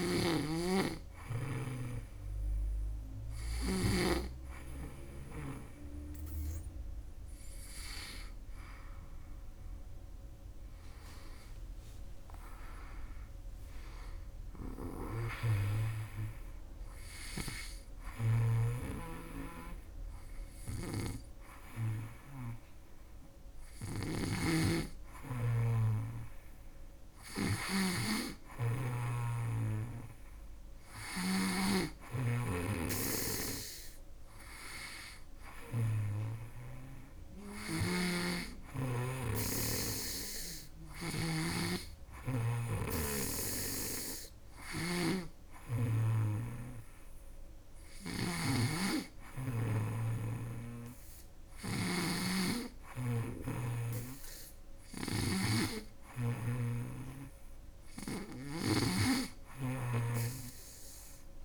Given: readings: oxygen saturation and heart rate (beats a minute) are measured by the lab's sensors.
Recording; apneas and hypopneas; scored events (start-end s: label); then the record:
breathing in sleep by a room microphone; none
0.00-3.50 s: snoring (device-marked)
10.50-14.50 s: arousal
14.50-18.00 s: snoring (device-marked)
20.00-27.00 s: snoring (device-marked)
31.50-35.50 s: snoring (device-marked)
37.50-61.45 s: snoring (device-marked)
From the record:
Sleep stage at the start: N2 (light sleep); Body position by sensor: on the back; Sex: female